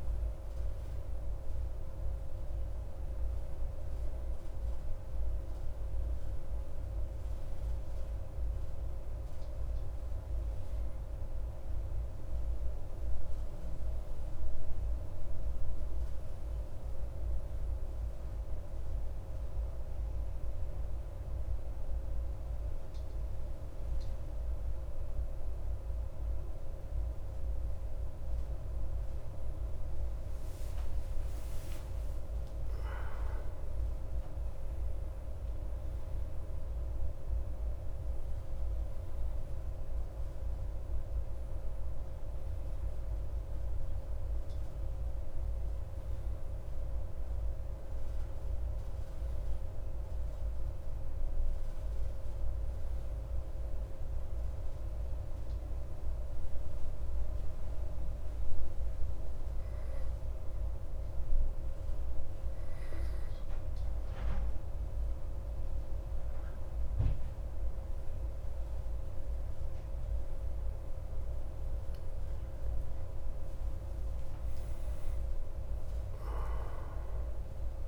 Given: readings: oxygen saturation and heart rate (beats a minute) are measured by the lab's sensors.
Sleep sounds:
breathing in sleep, hard to hear, by a room microphone; 2
16.00-28.50 s: hypopnea (oxygen 96% before, 95% lowest)
31.00-35.00 s: arousal
55.50-67.00 s: hypopnea (oxygen 98% before, 95% lowest)
67.50-72.50 s: arousal
From the record:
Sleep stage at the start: N2 (light sleep); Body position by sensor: on the back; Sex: male

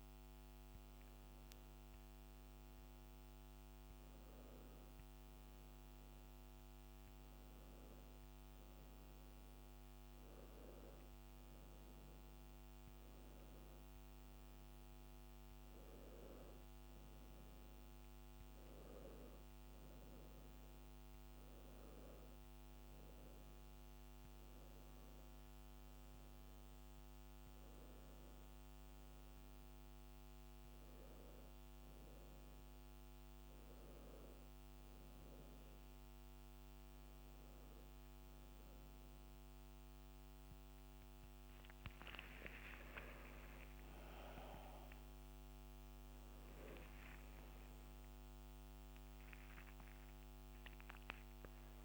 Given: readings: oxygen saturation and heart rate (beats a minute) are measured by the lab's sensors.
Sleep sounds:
breathing in sleep, hard to hear, by a microphone on the trachea; none
42.00-47.00 s: arousal
From the record:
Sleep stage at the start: N2 (light sleep); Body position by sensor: on the back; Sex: male

